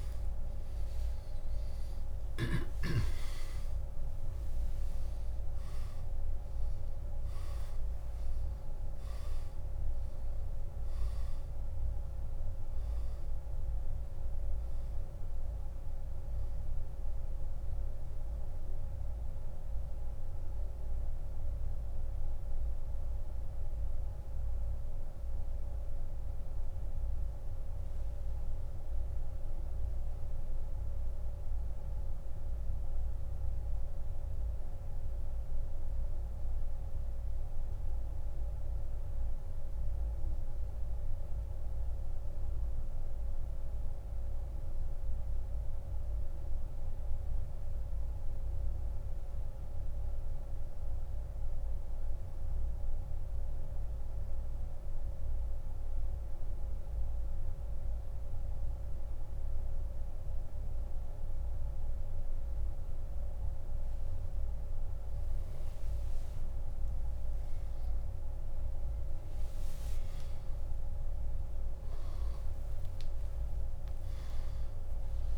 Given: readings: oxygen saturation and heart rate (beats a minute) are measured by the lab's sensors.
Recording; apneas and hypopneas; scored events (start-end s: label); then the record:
breathing in sleep, hard to hear, by a room microphone; 1
0.00-2.50 s: arousal
11.50-16.50 s: oxygen desaturation (device-marked, oxygen 96% before, 94% lowest, heart rate 71 before, 67 extreme)
21.50-63.00 s: central apnea (oxygen 98% before, 86% lowest, heart rate 79 before, 67 extreme, up 56 after)
37.50-61.50 s: oxygen desaturation (device-marked, oxygen 93% before, 86% lowest, heart rate 80 before, 72 extreme)
66.00-70.50 s: arousal
From the record:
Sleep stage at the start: N2 (light sleep); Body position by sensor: on the back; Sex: male